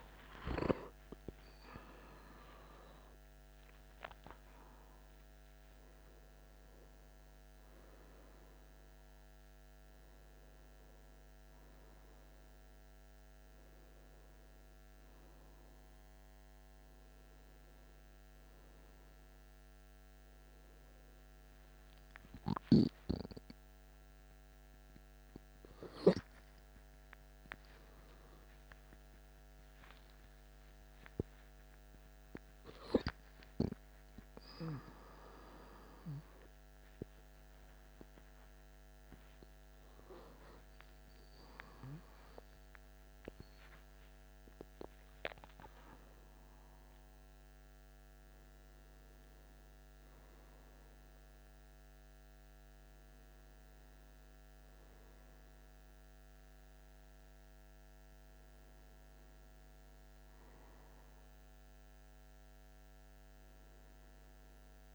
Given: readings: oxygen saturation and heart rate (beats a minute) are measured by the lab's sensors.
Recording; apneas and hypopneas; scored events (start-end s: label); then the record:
a person awake in a sleep study, by a microphone on the trachea; none
43.00-64.95 s: new sleep stage, N1 (lightest sleep)
From the record:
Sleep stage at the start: awake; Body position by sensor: on the back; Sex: male